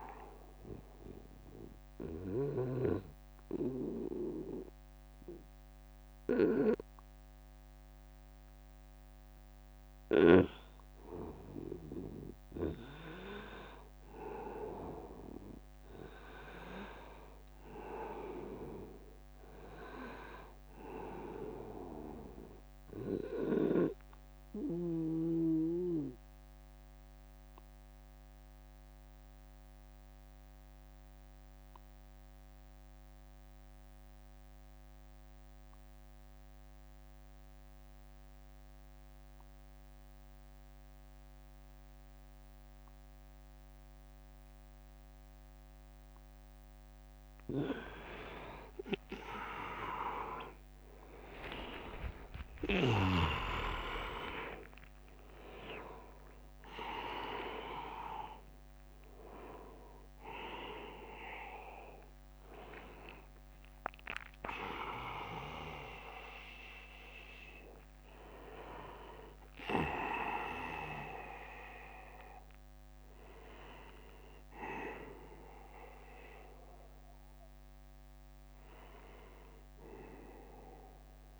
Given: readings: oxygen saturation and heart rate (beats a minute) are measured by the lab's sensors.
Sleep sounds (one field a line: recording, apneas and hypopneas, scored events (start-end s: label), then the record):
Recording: breathing in sleep by a microphone on the trachea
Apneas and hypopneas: 2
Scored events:
0.00-6.50 s: oxygen desaturation (device-marked, oxygen 90% lowest, heart rate 71 extreme)
0.50-10.50 s: obstructive apnea (oxygen 98% before, 91% lowest, heart rate 79 before, 71 extreme, up 10 after)
13.00-17.00 s: arousal
18.50-41.50 s: oxygen desaturation (device-marked, oxygen 98% before, 91% lowest, heart rate 82 before, 70 extreme)
24.00-46.50 s: obstructive apnea (oxygen 98% before, 89% lowest, heart rate 79 before, 70 extreme, up 4 after)
47.50-52.00 s: arousal
51.50-62.50 s: drop in pulse transit time (device-marked, heart rate 76 before, 73 extreme)
54.50-66.50 s: oxygen desaturation (device-marked, oxygen 99% before, 93% lowest, heart rate 76 before, 70 extreme)
65.00-67.00 s: long interval between heartbeats (device-marked, heart rate 78 before, 87 extreme)
72.50-81.39 s: oxygen desaturation (device-marked, oxygen 95% before, 89% lowest, heart rate 84 before, 70 extreme)
From the record:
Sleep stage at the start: N2 (light sleep)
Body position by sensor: on the back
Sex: male